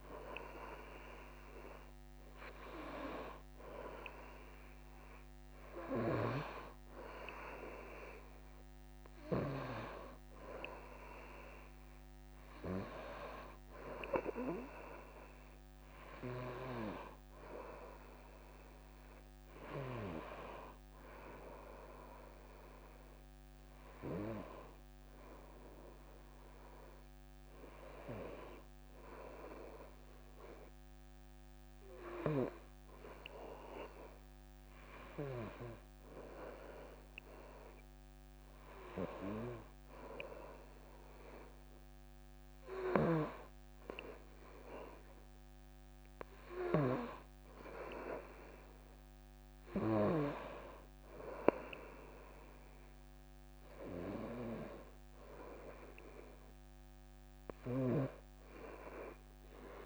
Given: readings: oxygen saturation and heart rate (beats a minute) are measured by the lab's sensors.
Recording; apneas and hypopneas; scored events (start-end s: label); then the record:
a person awake in a sleep study, by a microphone on the trachea; none
18.00-20.00 s: long interval between heartbeats (device-marked, heart rate 69 before, 75 extreme)
49.00-59.86 s: new sleep stage, N1 (lightest sleep)
From the record:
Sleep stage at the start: awake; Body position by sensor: on the right side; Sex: female